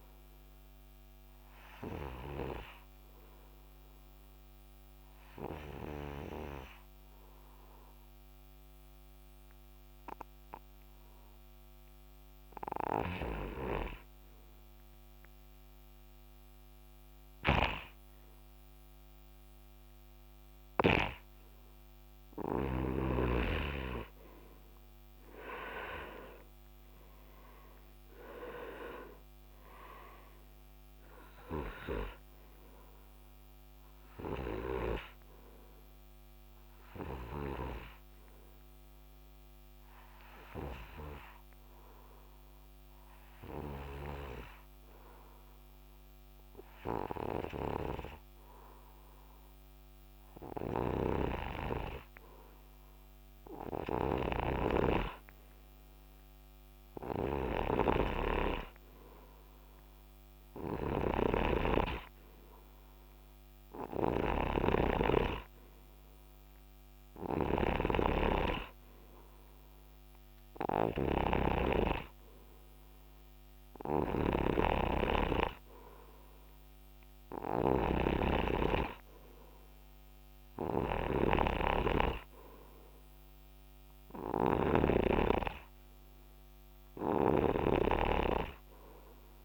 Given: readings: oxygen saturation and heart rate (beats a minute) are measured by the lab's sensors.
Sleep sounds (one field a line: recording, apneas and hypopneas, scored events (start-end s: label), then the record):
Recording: breathing in sleep by a microphone on the trachea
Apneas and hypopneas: 2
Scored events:
0.00-7.00 s: snoring (device-marked)
3.00-23.00 s: hypopnea (oxygen 93% before, 89% lowest, heart rate 74 before, 67 extreme, up 7 after)
13.50-22.00 s: snoring (device-marked)
17.00-23.00 s: oxygen desaturation (device-marked, oxygen 95% before, 89% lowest, heart rate 71 before, 67 extreme)
26.50-30.50 s: arousal
32.00-35.50 s: snoring (device-marked)
37.50-85.50 s: snoring (device-marked)
38.50-52.50 s: hypopnea (oxygen 95% before, 89% lowest, heart rate 76 before, 67 extreme, up 14 after)
53.00-57.50 s: arousal
54.00-60.00 s: oxygen desaturation (device-marked, oxygen 95% before, 89% lowest, heart rate 72 before, 72 extreme)
87.50-89.45 s: snoring (device-marked)
From the record:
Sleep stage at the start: N2 (light sleep)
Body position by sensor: on the right side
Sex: male